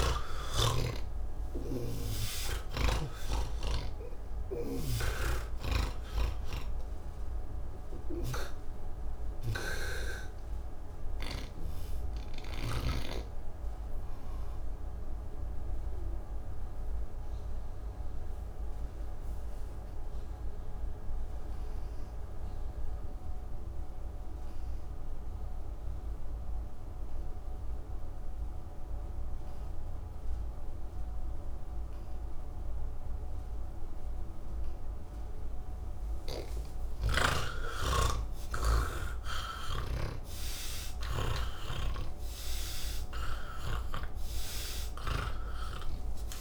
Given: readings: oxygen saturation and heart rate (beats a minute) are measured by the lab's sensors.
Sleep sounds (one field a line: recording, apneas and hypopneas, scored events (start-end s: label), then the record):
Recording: breathing in sleep by a room microphone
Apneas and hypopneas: 1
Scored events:
0.00-28.00 s: oxygen desaturation (device-marked, oxygen 79% lowest, heart rate 149 extreme)
8.00-11.50 s: snoring (device-marked)
11.50-32.50 s: obstructive apnea (oxygen 98% before, 79% lowest, heart rate 171 before, 153 extreme, up 41 after)
From the record:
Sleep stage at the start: N2 (light sleep)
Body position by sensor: on the back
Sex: male